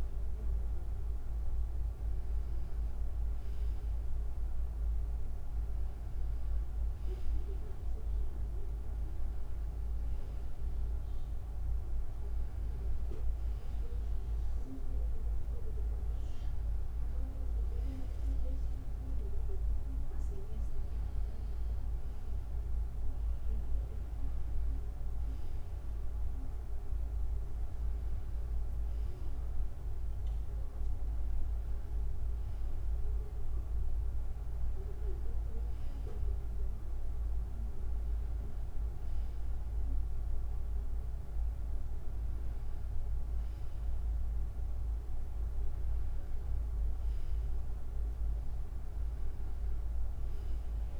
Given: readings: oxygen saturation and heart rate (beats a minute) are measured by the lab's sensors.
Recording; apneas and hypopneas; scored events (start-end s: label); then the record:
breathing in sleep, hard to hear, by a room microphone; none
11.00-50.99 s: new sleep stage, N2 (light sleep)
From the record:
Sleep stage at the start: N1 (lightest sleep); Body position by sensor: on the back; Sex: female